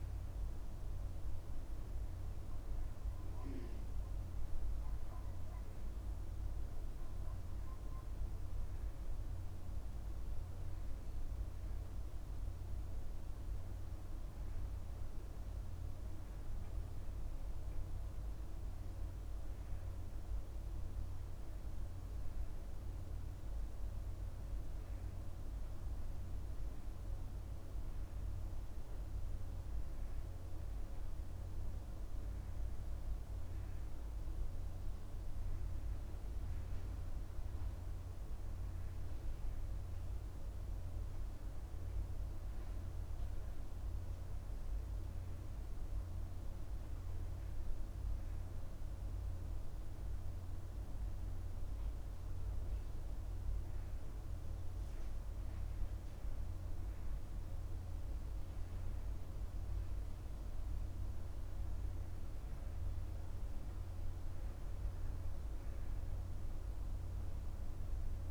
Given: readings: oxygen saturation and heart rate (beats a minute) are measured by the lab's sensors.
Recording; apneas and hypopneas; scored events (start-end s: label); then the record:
breathing in sleep, hard to hear, by a room microphone; none
none scored
From the record:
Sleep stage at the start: N2 (light sleep); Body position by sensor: on the back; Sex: male